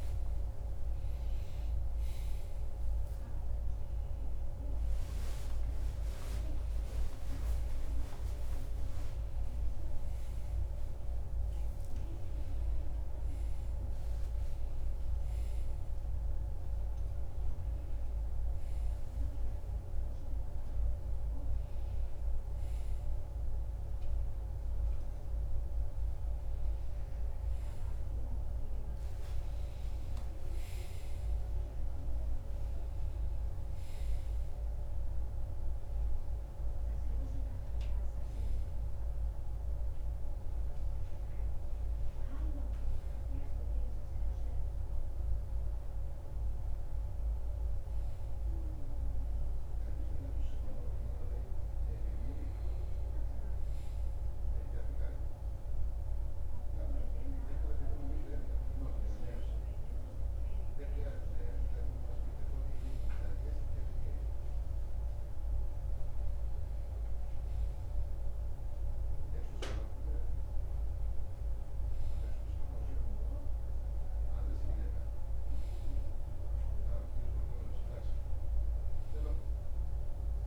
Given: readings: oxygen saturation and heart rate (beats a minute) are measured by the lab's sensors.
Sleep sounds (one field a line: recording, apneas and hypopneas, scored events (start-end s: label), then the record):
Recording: a person partly awake in a sleep study, hard to hear, by a room microphone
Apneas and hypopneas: none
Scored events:
0.00-7.00 s: oxygen desaturation (device-marked, oxygen 90% lowest)
28.00-58.00 s: new sleep stage, N1 (lightest sleep)
58.00-80.46 s: new sleep stage, N2 (light sleep)
From the record:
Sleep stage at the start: awake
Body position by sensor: on the right side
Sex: male